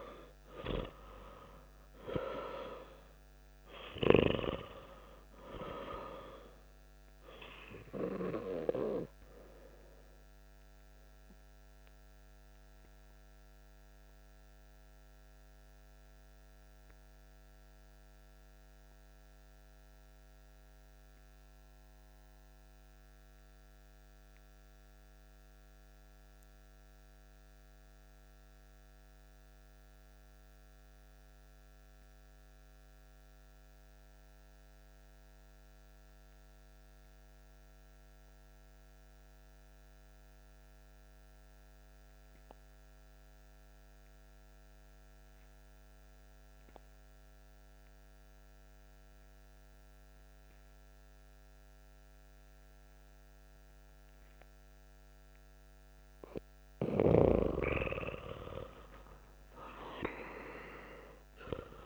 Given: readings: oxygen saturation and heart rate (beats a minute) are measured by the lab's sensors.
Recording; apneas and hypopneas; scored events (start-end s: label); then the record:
breathing in sleep by a microphone on the trachea; 1
0.00-24.50 s: oxygen desaturation (device-marked, oxygen 90% lowest)
9.50-56.00 s: obstructive apnea (oxygen 97% before, 88% lowest)
45.50-61.86 s: oxygen desaturation (device-marked, oxygen 97% before, 88% lowest)
57.50-61.86 s: arousal
From the record:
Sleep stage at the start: N2 (light sleep); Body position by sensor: on the back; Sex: male